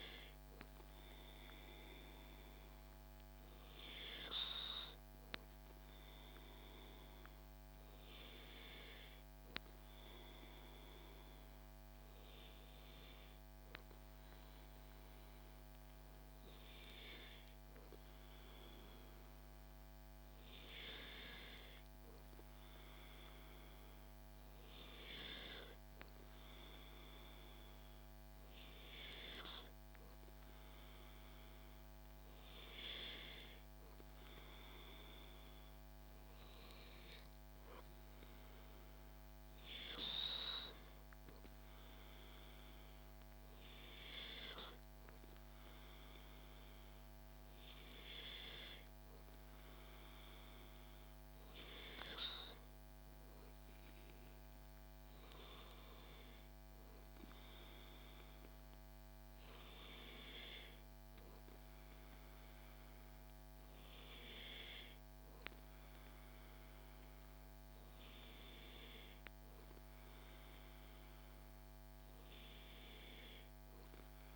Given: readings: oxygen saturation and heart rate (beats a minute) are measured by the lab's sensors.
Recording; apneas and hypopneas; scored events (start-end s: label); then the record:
breathing in sleep by a microphone on the trachea; none
none scored
From the record:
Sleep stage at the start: N2 (light sleep); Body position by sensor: on the back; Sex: male